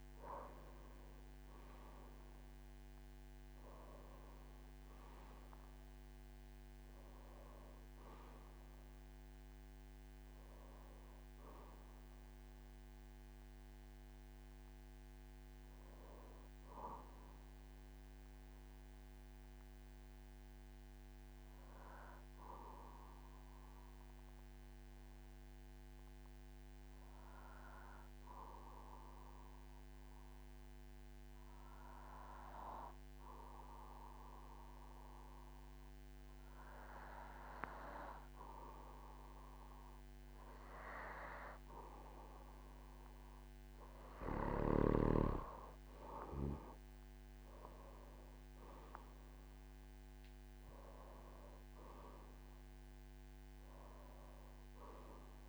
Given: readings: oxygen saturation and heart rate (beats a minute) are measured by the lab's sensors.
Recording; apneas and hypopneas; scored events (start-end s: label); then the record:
breathing in sleep by a microphone on the trachea; 1
0.00-1.00 s: arousal
0.00-26.00 s: oxygen desaturation (device-marked, oxygen 98% before, 93% lowest, heart rate 49 before, 46 extreme)
6.00-8.00 s: long interval between heartbeats (device-marked, heart rate 54 before, 89 extreme)
21.50-36.50 s: obstructive apnea (oxygen 98% before, 93% lowest, heart rate 68 before, 46 extreme, up 4 after)
39.50-43.00 s: arousal
45.00-55.49 s: oxygen desaturation (device-marked, oxygen 98% before, 93% lowest, heart rate 49 before, 47 extreme)
From the record:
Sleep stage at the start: N2 (light sleep); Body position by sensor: on the back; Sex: male